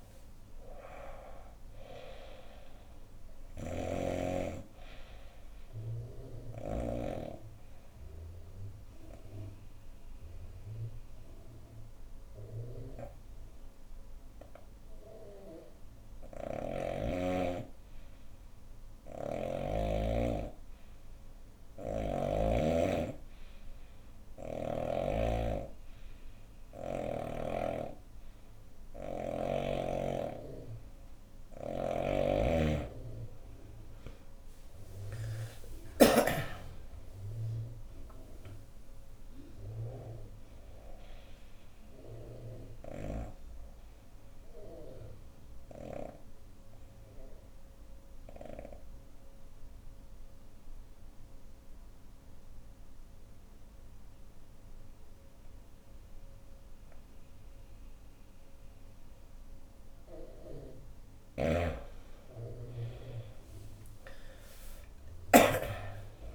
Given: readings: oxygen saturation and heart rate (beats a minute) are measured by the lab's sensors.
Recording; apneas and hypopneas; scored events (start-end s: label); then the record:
breathing in sleep by a room microphone; 2
0.00-13.00 s: oxygen desaturation (device-marked, oxygen 97% before, 92% lowest, heart rate 69 before, 63 extreme)
3.00-6.50 s: snoring (device-marked)
4.00-17.00 s: obstructive apnea (oxygen 97% before, 91% lowest, heart rate 69 before, 63 extreme, up 6 after)
21.00-24.50 s: snoring (device-marked)
25.00-56.00 s: oxygen desaturation (device-marked, oxygen 97% before, 91% lowest, heart rate 68 before, 59 extreme)
31.50-36.00 s: snoring (device-marked)
34.00-38.00 s: arousal
41.00-59.00 s: obstructive apnea (oxygen 97% before, 89% lowest, heart rate 72 before, 59 extreme, up 14 after)
60.50-65.00 s: snoring (device-marked)
61.50-66.35 s: arousal
From the record:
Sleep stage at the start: N2 (light sleep); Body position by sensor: on the right side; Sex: female